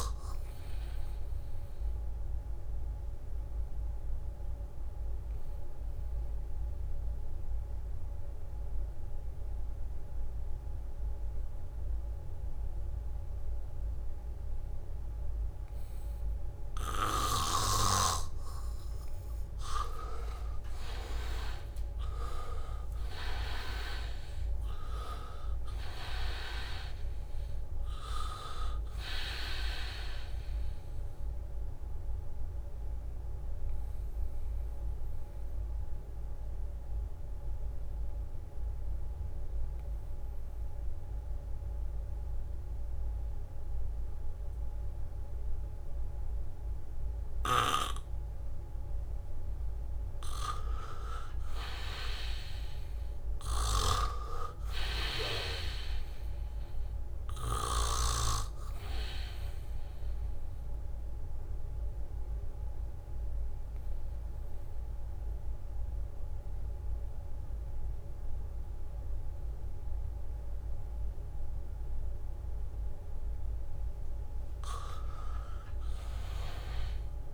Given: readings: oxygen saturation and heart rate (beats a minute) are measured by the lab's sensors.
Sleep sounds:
breathing in sleep by a room microphone; 3
0.00-14.00 s: oxygen desaturation (device-marked, oxygen 83% lowest, heart rate 75 extreme)
3.00-19.00 s: obstructive apnea (oxygen 98% before, 83% lowest, heart rate 77 before, 75 extreme)
20.50-24.50 s: arousal
23.00-42.00 s: oxygen desaturation (device-marked, oxygen 98% before, 83% lowest, heart rate 79 before, 74 extreme)
32.00-50.50 s: obstructive apnea (oxygen 98% before, 83% lowest, heart rate 78 before, 74 extreme, up 0 after)
48.00-58.50 s: snoring (device-marked)
52.00-55.00 s: arousal
53.00-55.50 s: leg movement (device-marked)
54.00-71.00 s: oxygen desaturation (device-marked, oxygen 99% before, 85% lowest, heart rate 79 before, 74 extreme)
59.00-73.00 s: obstructive apnea (oxygen 99% before, 83% lowest, heart rate 79 before, 76 extreme, up 1 after)
76.00-77.34 s: arousal
From the record:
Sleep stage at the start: N2 (light sleep); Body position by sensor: on the back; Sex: male

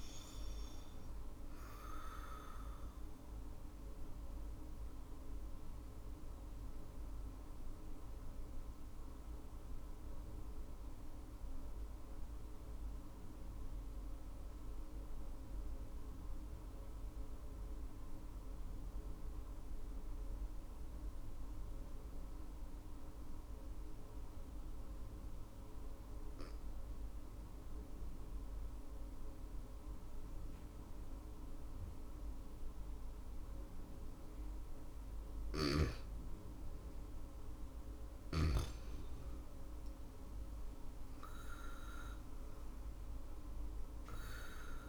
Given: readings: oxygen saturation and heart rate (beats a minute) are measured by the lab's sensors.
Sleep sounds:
breathing in sleep, hard to hear, by a room microphone; 1
1.50-33.50 s: obstructive apnea (oxygen 98% before, 91% lowest, heart rate 68 before, 59 extreme, up 13 after)
6.50-19.50 s: drop in pulse transit time (device-marked, heart rate 67 before, 58 extreme)
29.50-44.89 s: oxygen desaturation (device-marked, oxygen 99% before, 91% lowest, heart rate 66 before, 60 extreme)
35.00-39.00 s: arousal
38.50-44.89 s: drop in pulse transit time (device-marked, heart rate 69 before, 70 extreme)
From the record:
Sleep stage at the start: REM sleep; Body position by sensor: on the back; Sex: female

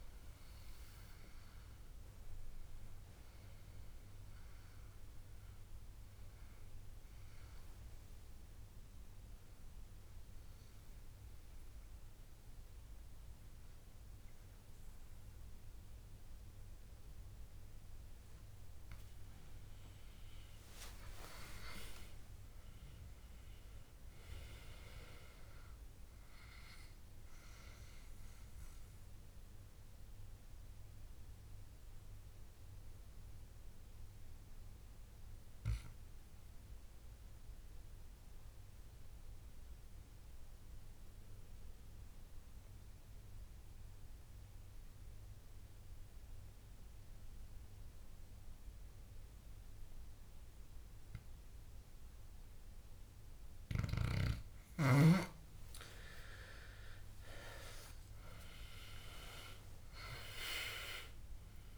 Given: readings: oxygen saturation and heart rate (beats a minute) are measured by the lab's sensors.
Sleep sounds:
breathing in sleep by a room microphone; 2
0.00-11.00 s: oxygen desaturation (device-marked, oxygen 90% lowest, heart rate 62 extreme)
5.00-19.00 s: hypopnea (oxygen 98% before, 90% lowest, heart rate 76 before, 62 extreme, up 10 after)
20.00-25.00 s: arousal
29.50-54.00 s: obstructive apnea (oxygen 99% before, 91% lowest, heart rate 71 before, 61 extreme, up 17 after)
56.00-60.50 s: arousal
From the record:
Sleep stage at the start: N2 (light sleep); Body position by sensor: on the back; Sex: male

